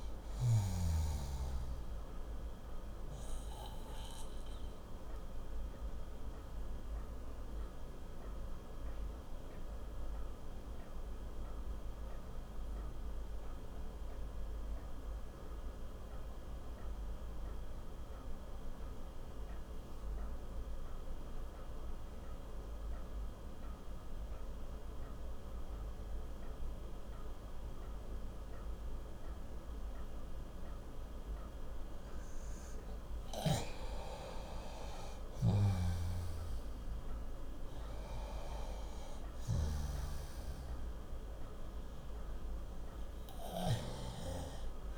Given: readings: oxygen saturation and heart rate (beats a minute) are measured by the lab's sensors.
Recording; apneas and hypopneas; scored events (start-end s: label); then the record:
breathing in sleep by a room microphone; 1
0.00-25.00 s: oxygen desaturation (device-marked, oxygen 89% lowest, heart rate 56 extreme)
4.00-32.50 s: obstructive apnea (oxygen 97% before, 89% lowest, heart rate 65 before, 56 extreme, up 8 after)
33.50-37.50 s: arousal
39.00-44.98 s: oxygen desaturation (device-marked, oxygen 97% before, 89% lowest, heart rate 62 before, 56 extreme)
From the record:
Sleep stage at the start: N2 (light sleep); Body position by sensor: on the back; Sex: male